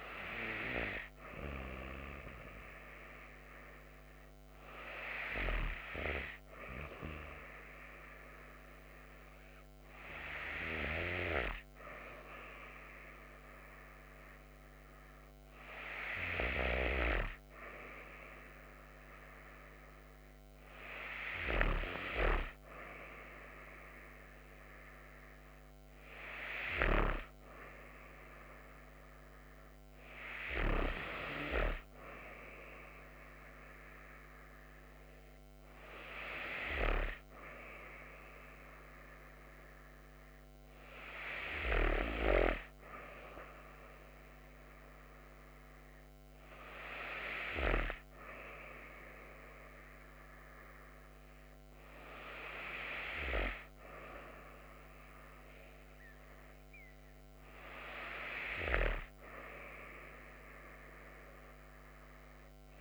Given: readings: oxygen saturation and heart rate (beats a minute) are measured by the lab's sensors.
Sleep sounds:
breathing in sleep by a microphone on the trachea; none
none scored
From the record:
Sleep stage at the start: N2 (light sleep); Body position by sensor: on the back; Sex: female

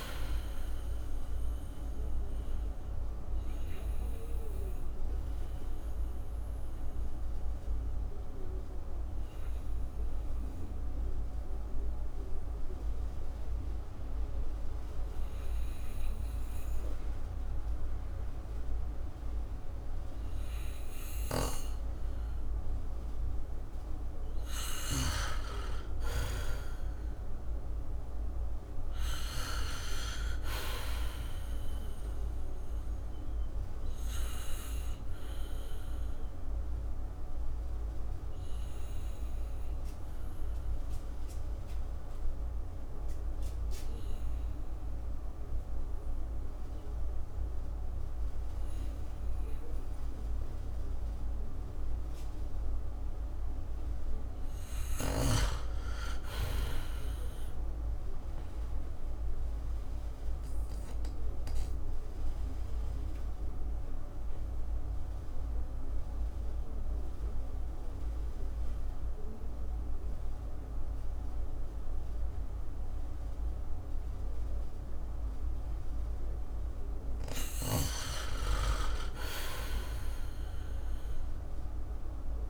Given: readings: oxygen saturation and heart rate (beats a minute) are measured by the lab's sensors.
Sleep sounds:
breathing in sleep by a room microphone; 3
0.00-24.00 s: oxygen desaturation (device-marked, oxygen 85% lowest, heart rate 55 extreme)
2.50-22.50 s: obstructive apnea (oxygen 97% before, 85% lowest, heart rate 58 before, 55 extreme, up 8 after)
25.50-28.50 s: arousal
34.50-51.00 s: obstructive apnea (oxygen 97% before, 88% lowest, heart rate 60 before, 53 extreme, up 5 after)
37.00-53.00 s: oxygen desaturation (device-marked, oxygen 96% before, 88% lowest, heart rate 61 before, 53 extreme)
53.00-55.00 s: arousal
63.50-77.00 s: obstructive apnea (oxygen 98% before, 86% lowest, heart rate 57 before, 51 extreme, up 8 after)
72.00-81.00 s: oxygen desaturation (device-marked, oxygen 95% before, 90% lowest, heart rate 58 before, 51 extreme)
79.00-82.00 s: arousal
From the record:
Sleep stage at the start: N2 (light sleep); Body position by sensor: on the back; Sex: male

